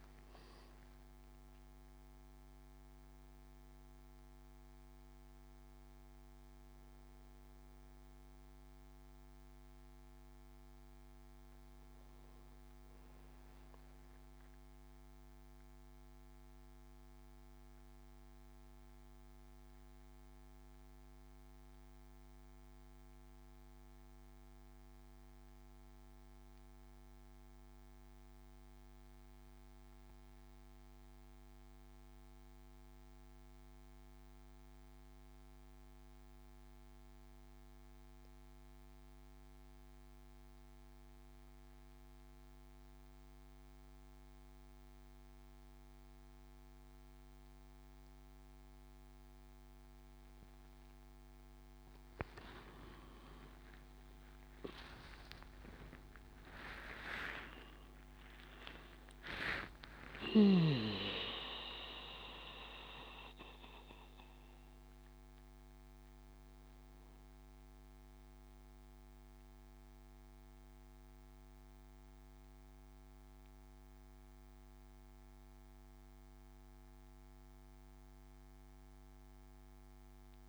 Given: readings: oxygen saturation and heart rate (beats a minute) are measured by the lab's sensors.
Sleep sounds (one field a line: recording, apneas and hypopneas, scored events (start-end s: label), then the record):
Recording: breathing in sleep by a microphone on the trachea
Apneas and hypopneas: 1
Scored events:
0.00-12.00 s: oxygen desaturation (device-marked, oxygen 90% lowest, heart rate 61 extreme)
14.50-50.50 s: mixed apnea (oxygen 96% before, 87% lowest, heart rate 75 before, 63 extreme, up 18 after)
39.00-80.49 s: oxygen desaturation (device-marked, oxygen 99% before, 87% lowest, heart rate 68 before, 63 extreme)
52.00-58.00 s: arousal
From the record:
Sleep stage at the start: N2 (light sleep)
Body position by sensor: on the back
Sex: male